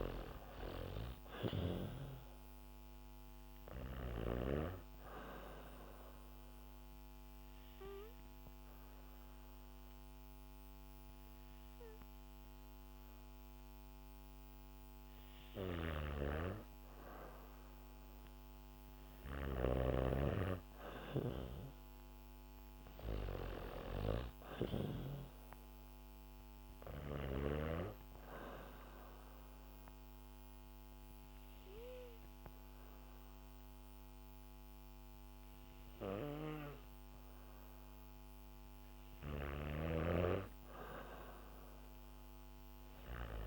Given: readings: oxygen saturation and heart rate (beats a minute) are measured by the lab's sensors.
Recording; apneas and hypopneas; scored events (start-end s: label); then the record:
breathing in sleep by a microphone on the trachea; 1
0.00-3.00 s: arousal
7.50-17.50 s: hypopnea (oxygen 98% before, 94% lowest, heart rate 64 before, 64 extreme, up 2 after)
15.00-19.00 s: snoring (device-marked)
20.00-23.50 s: arousal
23.50-40.50 s: oxygen desaturation (device-marked, oxygen 98% before, 95% lowest, heart rate 65 before, 64 extreme)
38.50-43.47 s: snoring (device-marked)
From the record:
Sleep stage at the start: N2 (light sleep); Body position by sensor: on the back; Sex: female